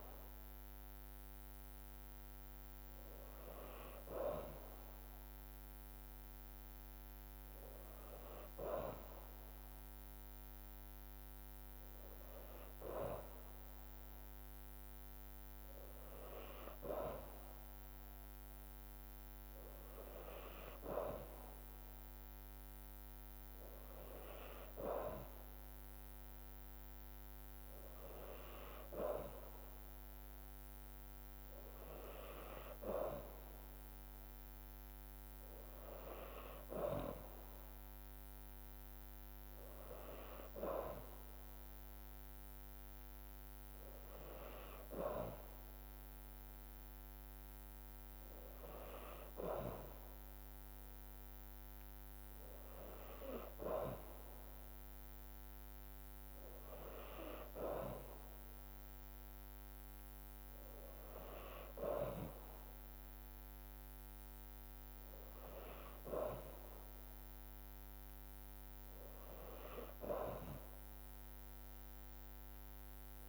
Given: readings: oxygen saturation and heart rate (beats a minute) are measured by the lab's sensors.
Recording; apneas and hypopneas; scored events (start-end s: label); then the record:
breathing in sleep by a microphone on the trachea; none
0.00-3.50 s: oxygen desaturation (device-marked, oxygen 93% lowest, heart rate 51 extreme)
40.50-51.50 s: drop in pulse transit time (device-marked, heart rate 54 before, 53 extreme)
From the record:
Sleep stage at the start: N2 (light sleep); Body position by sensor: on the back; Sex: female